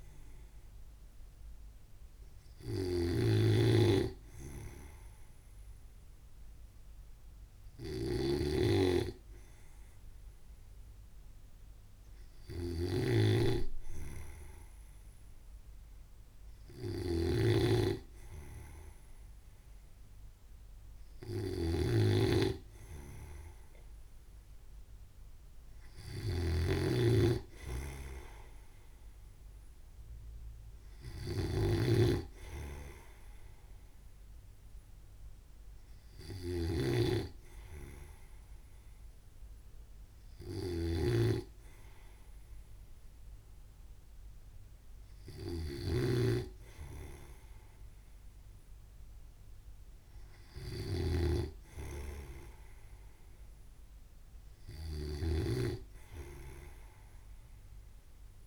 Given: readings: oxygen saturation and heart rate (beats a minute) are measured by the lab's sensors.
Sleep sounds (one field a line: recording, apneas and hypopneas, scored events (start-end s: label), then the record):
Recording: breathing in sleep by a room microphone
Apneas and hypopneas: none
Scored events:
0.00-58.47 s: snoring (device-marked)
From the record:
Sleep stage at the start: N2 (light sleep)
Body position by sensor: on the right side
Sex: male